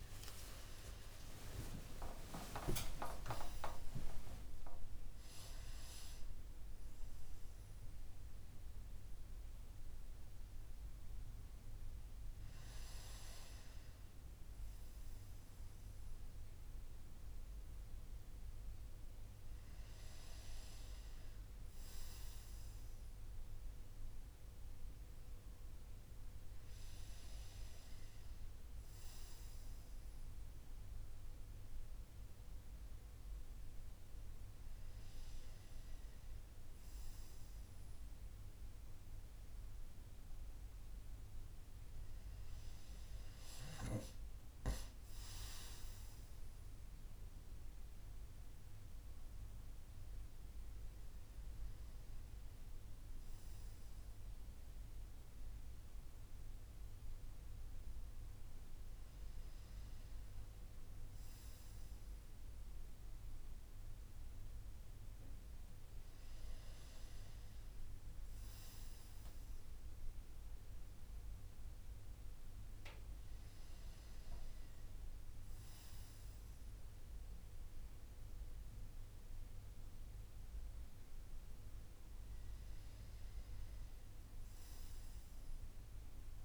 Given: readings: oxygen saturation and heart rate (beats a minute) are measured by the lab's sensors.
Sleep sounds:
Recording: a person awake in a sleep study, by a room microphone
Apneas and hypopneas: none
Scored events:
74.00-86.45 s: new sleep stage, N1 (lightest sleep)
From the record:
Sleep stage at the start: awake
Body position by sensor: on the right side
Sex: male

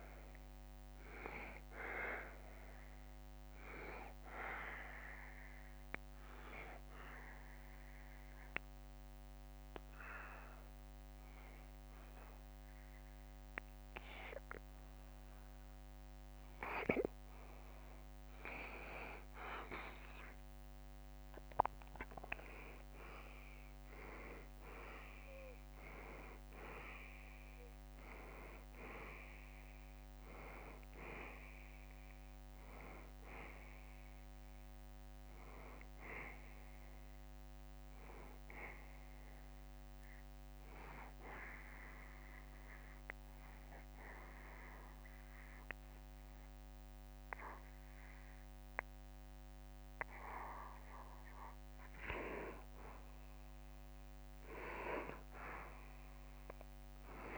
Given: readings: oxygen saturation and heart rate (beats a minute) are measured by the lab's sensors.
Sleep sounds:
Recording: breathing in sleep by a microphone on the trachea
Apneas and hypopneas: 2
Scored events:
0.50-16.50 s: obstructive apnea (oxygen 94% before, 89% lowest, heart rate 72 before, 71 extreme, up 3 after)
3.50-57.38 s: new sleep stage, N2 (light sleep)
19.00-23.50 s: arousal
24.50-45.50 s: drop in pulse transit time (device-marked, heart rate 72 before, 72 extreme)
25.50-46.50 s: oxygen desaturation (device-marked, oxygen 95% before, 89% lowest, heart rate 72 before, 69 extreme)
41.00-52.00 s: obstructive apnea (oxygen 95% before, 88% lowest, heart rate 75 before, 69 extreme, up 1 after)
54.00-57.38 s: arousal
From the record:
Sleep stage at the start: N1 (lightest sleep)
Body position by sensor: on the back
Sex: male

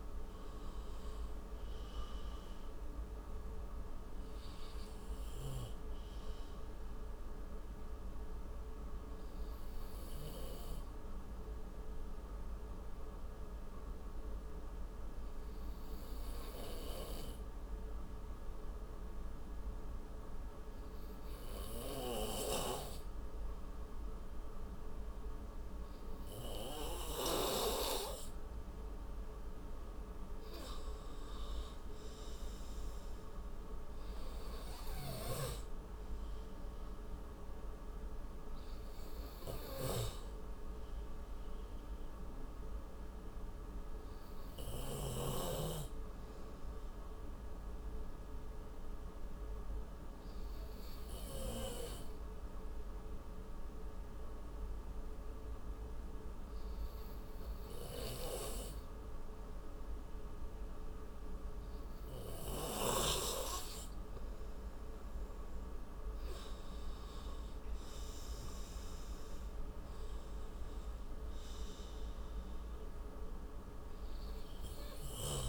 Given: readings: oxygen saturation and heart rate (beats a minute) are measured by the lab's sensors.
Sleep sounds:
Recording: breathing in sleep by a room microphone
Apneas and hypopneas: 2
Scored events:
0.00-20.00 s: oxygen desaturation (device-marked, oxygen 91% lowest)
6.50-26.00 s: obstructive apnea (oxygen 97% before, 91% lowest)
27.00-51.00 s: oxygen desaturation (device-marked, oxygen 97% before, 91% lowest)
30.00-33.00 s: arousal
46.00-64.00 s: obstructive apnea (oxygen 97% before, 91% lowest)
65.00-75.49 s: oxygen desaturation (device-marked, oxygen 96% before, 91% lowest)
67.50-72.00 s: arousal
From the record:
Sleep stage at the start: N2 (light sleep)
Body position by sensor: on the right side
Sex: male

